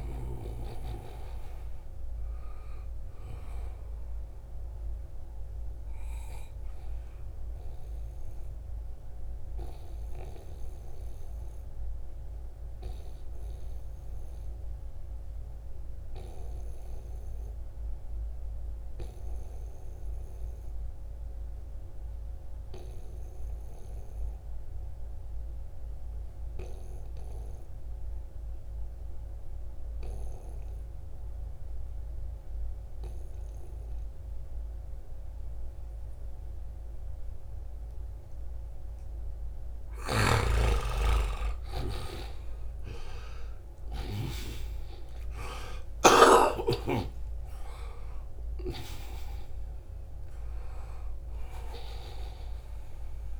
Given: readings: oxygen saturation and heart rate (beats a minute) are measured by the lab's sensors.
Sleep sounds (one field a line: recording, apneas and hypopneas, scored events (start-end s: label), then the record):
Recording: breathing in sleep by a room microphone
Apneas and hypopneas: 1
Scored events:
0.00-12.50 s: oxygen desaturation (device-marked, oxygen 90% lowest, heart rate 65 extreme)
8.00-38.50 s: obstructive apnea (oxygen 97% before, 87% lowest, heart rate 78 before, 65 extreme, up 8 after)
31.50-53.40 s: oxygen desaturation (device-marked, oxygen 97% before, 87% lowest, heart rate 71 before, 65 extreme)
40.50-45.50 s: arousal
From the record:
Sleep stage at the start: N2 (light sleep)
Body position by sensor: on the right side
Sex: male